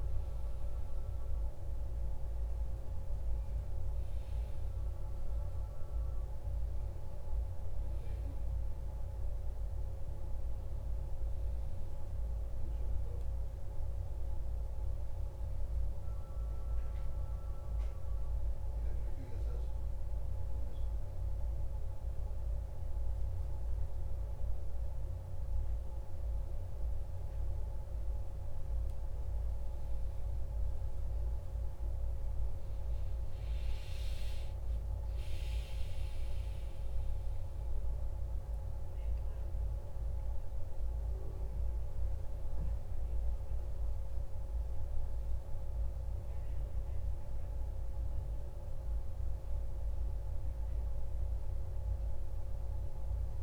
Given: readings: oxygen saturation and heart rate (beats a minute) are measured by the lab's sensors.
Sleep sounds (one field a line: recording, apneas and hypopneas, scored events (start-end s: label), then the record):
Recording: breathing in sleep, hard to hear, by a room microphone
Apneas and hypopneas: none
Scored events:
37.50-42.00 s: arousal
From the record:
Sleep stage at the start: N1 (lightest sleep)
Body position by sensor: on the back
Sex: male